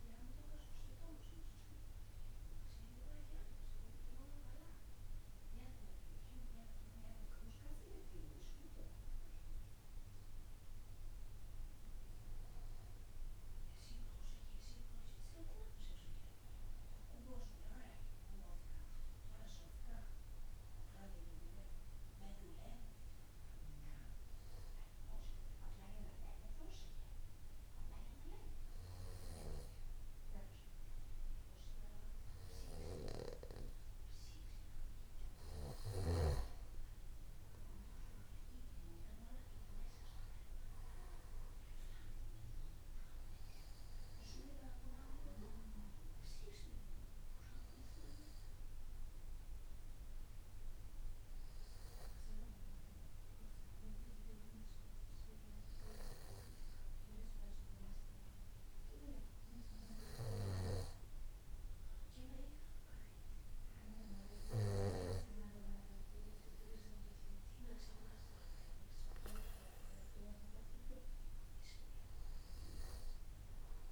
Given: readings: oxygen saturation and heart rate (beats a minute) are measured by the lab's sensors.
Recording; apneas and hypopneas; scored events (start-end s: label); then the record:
breathing in sleep by a room microphone; 2
18.50-21.50 s: arousal
25.00-36.00 s: obstructive apnea (oxygen 96% before, 92% lowest, heart rate 60 before, 57 extreme, up 7 after)
41.50-57.50 s: oxygen desaturation (device-marked, oxygen 95% before, 92% lowest, heart rate 61 before, 57 extreme)
45.00-48.00 s: arousal
50.50-60.50 s: obstructive apnea (oxygen 95% before, 92% lowest, heart rate 62 before, 57 extreme, up 3 after)
62.50-65.00 s: arousal
From the record:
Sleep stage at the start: N2 (light sleep); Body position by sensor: on the back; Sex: male